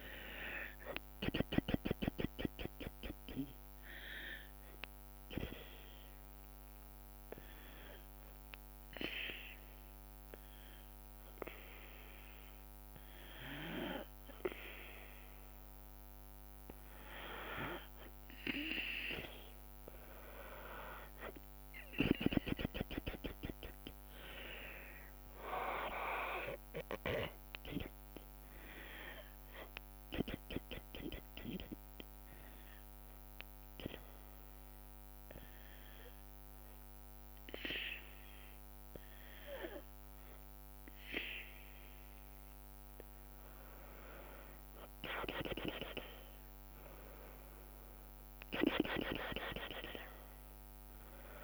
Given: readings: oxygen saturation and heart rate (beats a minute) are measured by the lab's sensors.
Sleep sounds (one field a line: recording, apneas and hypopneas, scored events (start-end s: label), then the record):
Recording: breathing in sleep by a microphone on the trachea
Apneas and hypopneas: 2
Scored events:
0.00-6.00 s: drop in pulse transit time (device-marked, heart rate 65 extreme)
0.00-13.00 s: oxygen desaturation (device-marked, oxygen 93% lowest, heart rate 56 extreme)
5.50-16.50 s: obstructive apnea (oxygen 98% before, 93% lowest, heart rate 67 before, 56 extreme, up 25 after)
18.00-21.50 s: arousal
22.00-33.00 s: drop in pulse transit time (device-marked, heart rate 70 before, 60 extreme)
22.00-41.00 s: oxygen desaturation (device-marked, oxygen 98% before, 93% lowest, heart rate 70 before, 56 extreme)
32.50-43.50 s: obstructive apnea (oxygen 98% before, 92% lowest, heart rate 74 before, 59 extreme, up 27 after)
45.00-51.44 s: drop in pulse transit time (device-marked, heart rate 68 before, 72 extreme)
47.50-51.00 s: arousal
From the record:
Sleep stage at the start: N2 (light sleep)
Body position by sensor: on the back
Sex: female